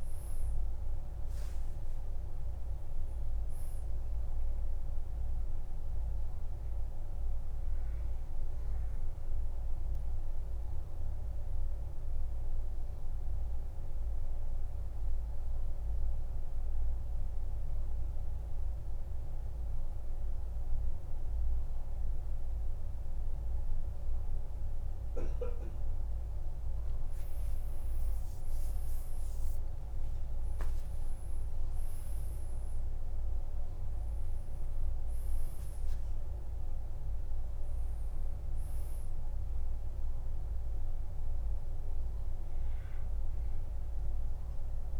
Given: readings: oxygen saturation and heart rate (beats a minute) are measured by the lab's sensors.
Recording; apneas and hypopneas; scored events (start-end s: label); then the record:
breathing in sleep, hard to hear, by a room microphone; 1
6.50-27.00 s: obstructive apnea (oxygen 99% before, 89% lowest, heart rate 54 before, 46 extreme, up 13 after)
27.50-32.00 s: arousal
30.50-45.00 s: oxygen desaturation (device-marked, oxygen 98% before, 93% lowest, heart rate 48 before, 47 extreme)
From the record:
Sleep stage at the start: N2 (light sleep); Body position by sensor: on the back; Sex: male